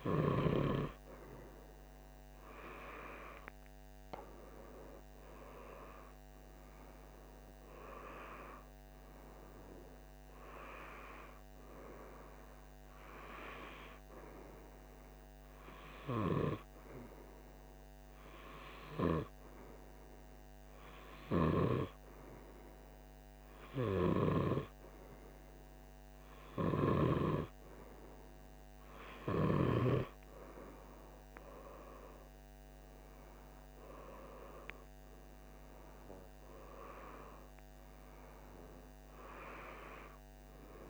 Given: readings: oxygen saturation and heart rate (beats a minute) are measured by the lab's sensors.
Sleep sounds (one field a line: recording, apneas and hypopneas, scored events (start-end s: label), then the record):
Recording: breathing in sleep by a microphone on the trachea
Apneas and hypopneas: none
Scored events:
none scored
From the record:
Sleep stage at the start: N2 (light sleep)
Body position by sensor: on the right side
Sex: male